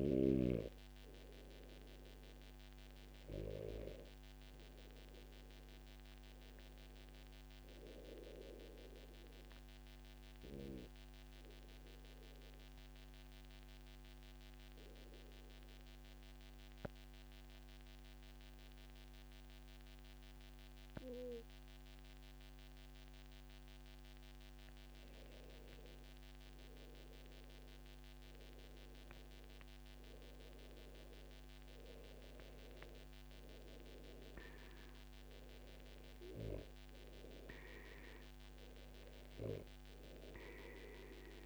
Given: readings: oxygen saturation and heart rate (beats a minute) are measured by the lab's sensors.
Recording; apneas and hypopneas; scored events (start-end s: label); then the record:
breathing in sleep by a microphone on the trachea; 1
5.00-9.50 s: arousal
12.50-25.00 s: obstructive apnea (oxygen 96% before, 94% lowest, heart rate 129 before, 98 extreme, up 29 after)
21.00-23.00 s: long interval between heartbeats (device-marked, heart rate 135 before, 105 extreme)
26.50-29.50 s: arousal
33.00-35.00 s: long interval between heartbeats (device-marked, heart rate 118 before, 125 extreme)
From the record:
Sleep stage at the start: N2 (light sleep); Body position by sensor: on the back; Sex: male